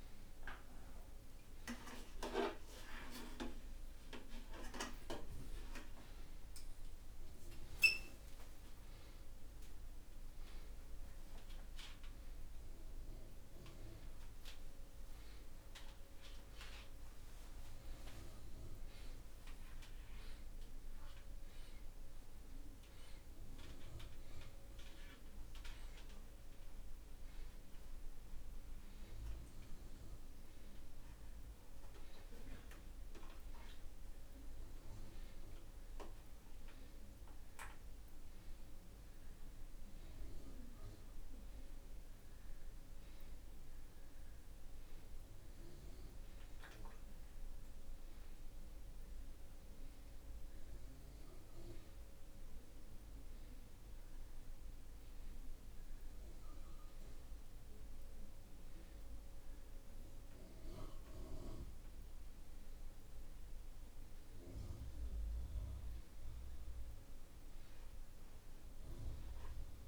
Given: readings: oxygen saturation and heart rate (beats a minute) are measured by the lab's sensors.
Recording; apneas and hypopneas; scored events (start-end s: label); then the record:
a person awake in a sleep study, by a room microphone; none
none scored
From the record:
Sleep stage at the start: awake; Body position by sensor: upright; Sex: male